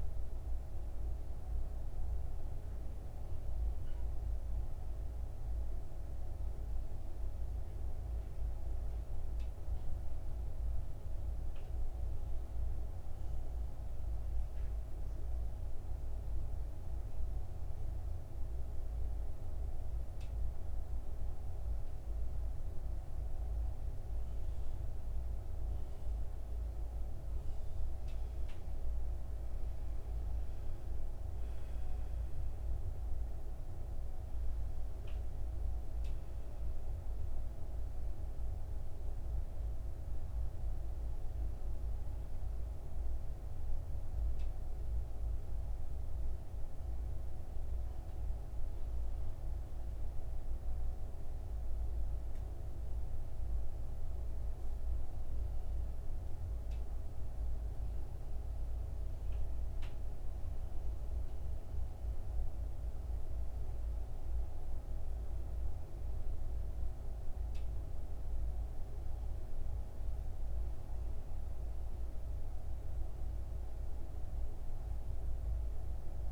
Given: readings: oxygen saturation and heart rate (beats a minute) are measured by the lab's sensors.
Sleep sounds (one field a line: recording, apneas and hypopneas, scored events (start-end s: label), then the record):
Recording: breathing in sleep, hard to hear, by a room microphone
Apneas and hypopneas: 2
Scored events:
15.00-28.50 s: mixed apnea (oxygen 99% before, 92% lowest, heart rate 58 before, 56 extreme, up 4 after)
26.50-55.50 s: oxygen desaturation (device-marked, oxygen 98% before, 92% lowest, heart rate 58 before, 56 extreme)
30.00-34.00 s: arousal
50.50-63.00 s: mixed apnea (oxygen 98% before, 93% lowest, heart rate 59 before, 56 extreme, up 3 after)
65.50-69.50 s: arousal
74.50-76.32 s: oxygen desaturation (device-marked, oxygen 98% before, 95% lowest, heart rate 58 before, 55 extreme)
From the record:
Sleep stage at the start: N2 (light sleep)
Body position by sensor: on the back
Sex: male